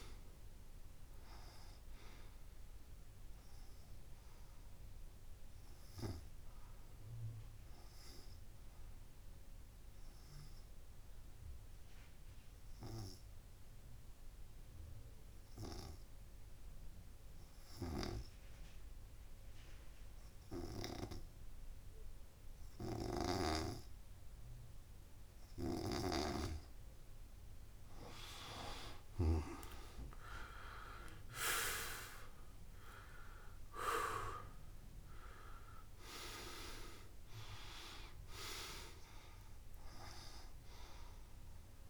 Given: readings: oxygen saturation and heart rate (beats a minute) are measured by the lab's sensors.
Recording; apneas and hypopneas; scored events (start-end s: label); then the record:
breathing in sleep by a room microphone; 1
0.00-1.50 s: long interval between heartbeats (device-marked, heart rate 130 extreme)
0.00-1.50 s: oxygen desaturation (device-marked, oxygen 94% lowest, heart rate 36 extreme)
4.50-6.50 s: long interval between heartbeats (device-marked, heart rate 107 before, 54 extreme)
4.50-26.50 s: obstructive apnea (oxygen 98% before, 91% lowest, heart rate 107 before, 54 extreme, up 28 after)
13.50-22.50 s: oxygen desaturation (device-marked, oxygen 96% before, 93% lowest, heart rate 94 before, 100 extreme)
14.50-16.50 s: long interval between heartbeats (device-marked, heart rate 91 before, 60 extreme)
16.50-22.50 s: tachycardia (device-marked, heart rate 46 before, 111 extreme)
18.00-20.00 s: long interval between heartbeats (device-marked, heart rate 78 before, 89 extreme)
23.50-41.90 s: tachycardia (device-marked, heart rate 48 before, 145 extreme)
25.00-27.00 s: long interval between heartbeats (device-marked, heart rate 77 before, 100 extreme)
27.00-29.00 s: long interval between heartbeats (device-marked, heart rate 82 before, 104 extreme)
29.50-33.00 s: arousal
30.00-32.00 s: long interval between heartbeats (device-marked, heart rate 88 before, 111 extreme)
33.50-35.50 s: long interval between heartbeats (device-marked, heart rate 98 before, 103 extreme)
35.50-37.50 s: long interval between heartbeats (device-marked, heart rate 102 before, 106 extreme)
38.00-40.00 s: long interval between heartbeats (device-marked, heart rate 107 before, 106 extreme)
From the record:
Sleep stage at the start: N2 (light sleep); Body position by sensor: on the back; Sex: male